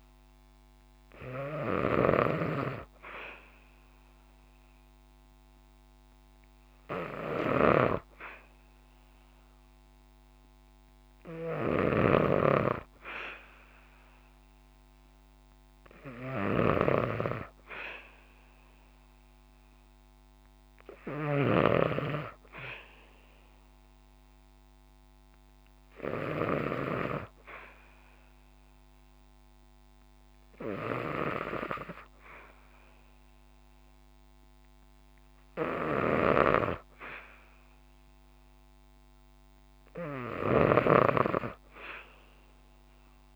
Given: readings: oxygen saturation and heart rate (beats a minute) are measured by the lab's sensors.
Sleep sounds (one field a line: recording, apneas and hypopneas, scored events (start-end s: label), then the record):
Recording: breathing in sleep by a microphone on the trachea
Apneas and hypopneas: none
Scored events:
0.00-1.50 s: arousal
0.00-1.50 s: snoring (device-marked)
11.00-21.00 s: snoring (device-marked)
35.50-43.36 s: snoring (device-marked)
From the record:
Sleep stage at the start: N2 (light sleep)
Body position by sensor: on the back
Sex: female